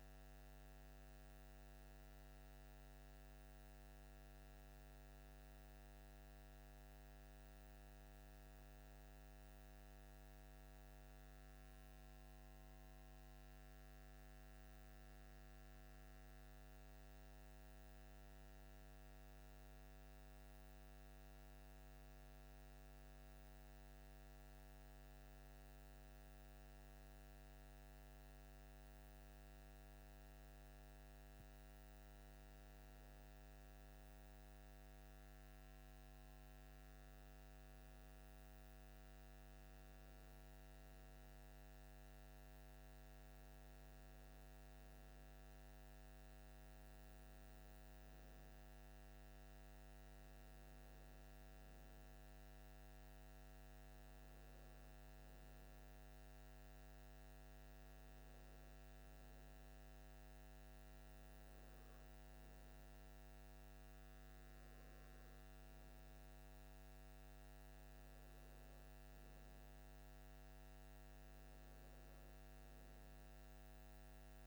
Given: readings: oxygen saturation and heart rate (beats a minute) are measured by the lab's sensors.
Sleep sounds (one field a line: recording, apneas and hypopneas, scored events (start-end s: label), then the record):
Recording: breathing in sleep, hard to hear, by a microphone on the trachea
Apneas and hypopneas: none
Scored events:
none scored
From the record:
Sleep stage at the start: N2 (light sleep)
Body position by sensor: on the left side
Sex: male